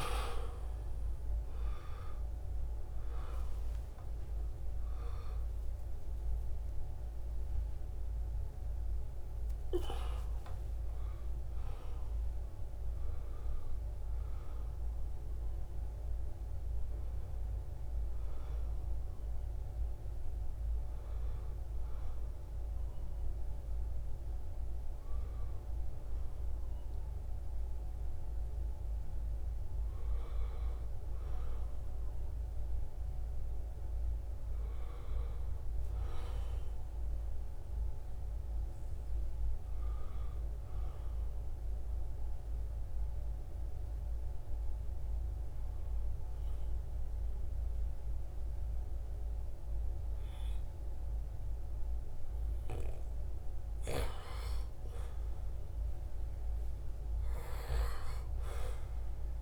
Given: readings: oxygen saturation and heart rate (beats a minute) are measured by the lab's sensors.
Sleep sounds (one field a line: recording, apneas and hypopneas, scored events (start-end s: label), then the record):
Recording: a person awake in a sleep study, by a room microphone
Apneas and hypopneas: 1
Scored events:
0.00-17.50 s: oxygen desaturation (device-marked, oxygen 87% lowest, heart rate 60 extreme)
40.50-59.42 s: new sleep stage, N2 (light sleep)
41.50-53.00 s: mixed apnea (oxygen 99% before, 90% lowest, heart rate 78 before, 72 extreme)
57.50-59.42 s: arousal
From the record:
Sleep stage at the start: awake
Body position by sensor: on the back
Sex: male